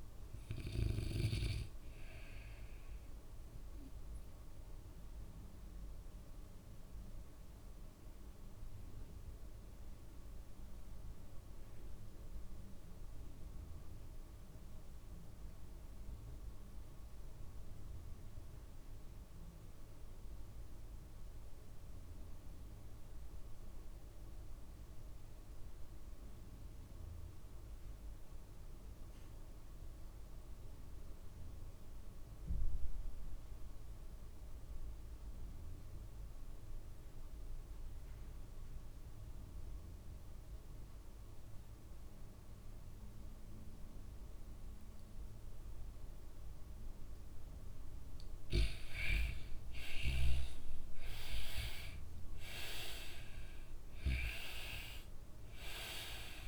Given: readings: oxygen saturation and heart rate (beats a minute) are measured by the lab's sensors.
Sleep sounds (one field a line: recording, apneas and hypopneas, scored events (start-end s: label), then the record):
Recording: breathing in sleep by a room microphone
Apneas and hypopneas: 1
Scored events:
3.50-48.00 s: obstructive apnea (oxygen 98% before, 78% lowest, heart rate 65 before, 56 extreme, up 22 after)
35.50-56.47 s: oxygen desaturation (device-marked, oxygen 95% before, 78% lowest, heart rate 57 before, 58 extreme)
50.00-53.50 s: arousal
From the record:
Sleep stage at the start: REM sleep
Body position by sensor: on the back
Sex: male